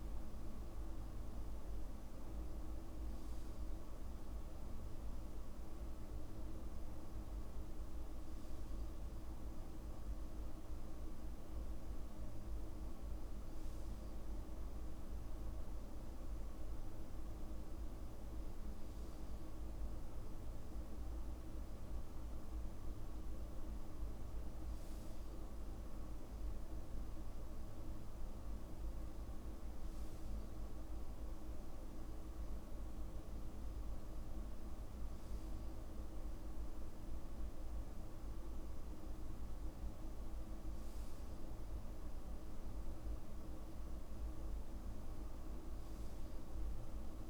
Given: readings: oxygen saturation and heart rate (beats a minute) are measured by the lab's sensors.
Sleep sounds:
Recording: breathing in sleep, hard to hear, by a room microphone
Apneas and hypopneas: none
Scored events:
none scored
From the record:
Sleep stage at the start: N2 (light sleep)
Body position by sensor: on the back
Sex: male

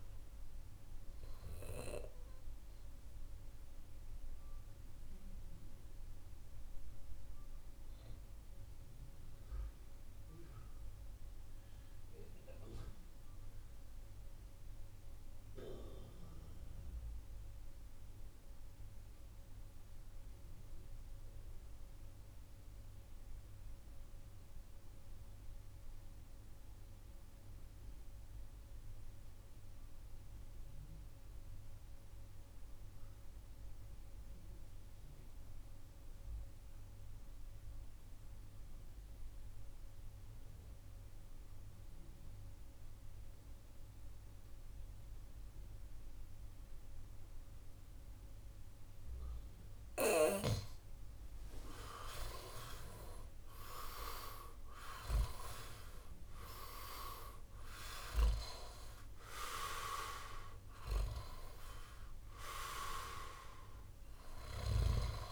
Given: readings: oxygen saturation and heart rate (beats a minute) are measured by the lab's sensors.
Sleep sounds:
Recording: breathing in sleep by a room microphone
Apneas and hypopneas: 1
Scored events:
0.00-12.00 s: oxygen desaturation (device-marked, oxygen 84% lowest, heart rate 59 extreme)
2.00-50.00 s: mixed apnea (oxygen 95% before, 84% lowest, heart rate 66 before, 58 extreme, up 6 after)
33.00-65.32 s: oxygen desaturation (device-marked, oxygen 98% before, 84% lowest, heart rate 66 before, 58 extreme)
53.00-57.50 s: arousal
From the record:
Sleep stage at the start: N2 (light sleep)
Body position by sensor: on the back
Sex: male

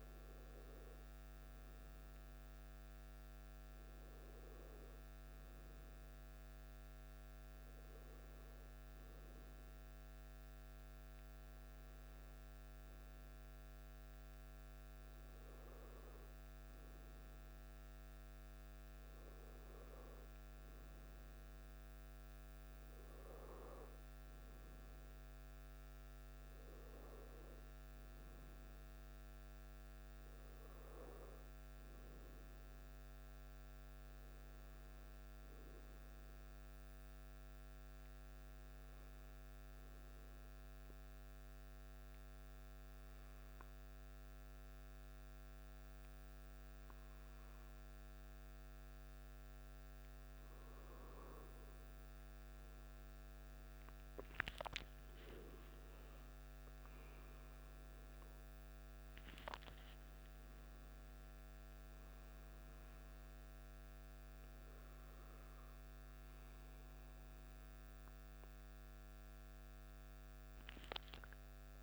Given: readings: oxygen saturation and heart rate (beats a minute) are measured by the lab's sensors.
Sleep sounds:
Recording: a person partly awake in a sleep study, hard to hear, by a microphone on the trachea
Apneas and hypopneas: 1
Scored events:
40.50-51.00 s: hypopnea (oxygen 95% before, 92% lowest, heart rate 56 before, 51 extreme, up 5 after)
42.50-71.83 s: new sleep stage, awake
58.50-71.83 s: oxygen desaturation (device-marked, oxygen 95% before, 92% lowest, heart rate 54 before, 55 extreme)
From the record:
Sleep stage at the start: N2 (light sleep)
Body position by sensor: on the back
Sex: male

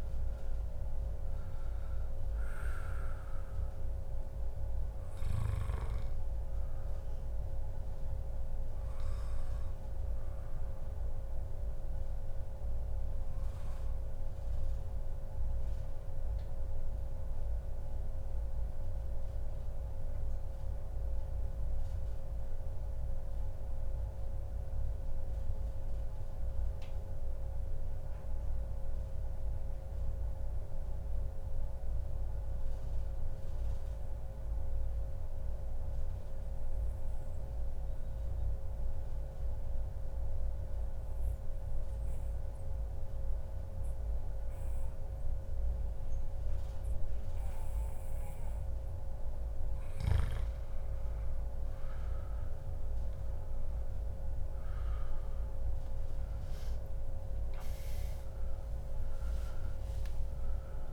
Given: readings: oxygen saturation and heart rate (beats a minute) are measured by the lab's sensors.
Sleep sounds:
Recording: breathing in sleep, hard to hear, by a room microphone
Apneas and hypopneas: 1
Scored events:
0.00-13.50 s: oxygen desaturation (device-marked, oxygen 92% lowest, heart rate 91 extreme)
11.50-13.50 s: long interval between heartbeats (device-marked, heart rate 135 before, 124 extreme)
11.50-47.00 s: mixed apnea (oxygen 96% before, 92% lowest, heart rate 135 before, 91 extreme, up 1 after)
47.50-60.93 s: oxygen desaturation (device-marked, oxygen 98% before, 92% lowest, heart rate 143 before, 97 extreme)
54.50-59.00 s: arousal
From the record:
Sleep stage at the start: N2 (light sleep)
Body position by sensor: on the back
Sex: male

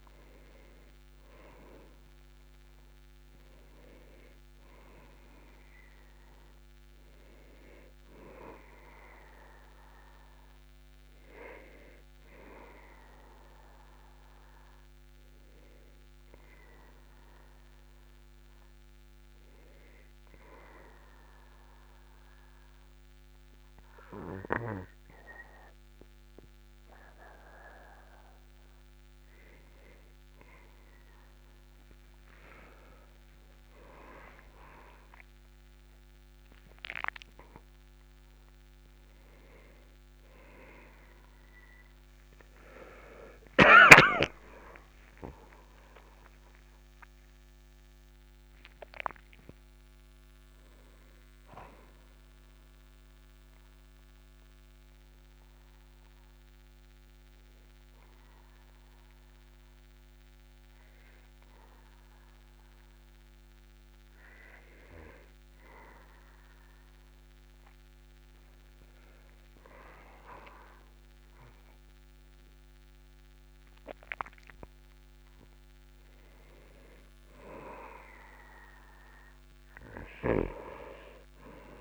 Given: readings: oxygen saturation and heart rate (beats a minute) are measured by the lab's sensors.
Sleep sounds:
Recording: breathing in sleep by a microphone on the trachea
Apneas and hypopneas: 2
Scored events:
0.00-1.50 s: oxygen desaturation (device-marked, oxygen 96% lowest, heart rate 41 extreme)
17.00-29.50 s: hypopnea (oxygen 99% before, 97% lowest, heart rate 49 before, 44 extreme, up 8 after)
33.00-36.50 s: arousal
33.50-63.50 s: new sleep stage, N1 (lightest sleep)
53.50-66.00 s: obstructive apnea (oxygen 99% before, 97% lowest, heart rate 55 before, 38 extreme, up 2 after)
63.50-81.81 s: new sleep stage, N2 (light sleep)
68.00-72.50 s: arousal
From the record:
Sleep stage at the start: N2 (light sleep)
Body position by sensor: on the back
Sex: male

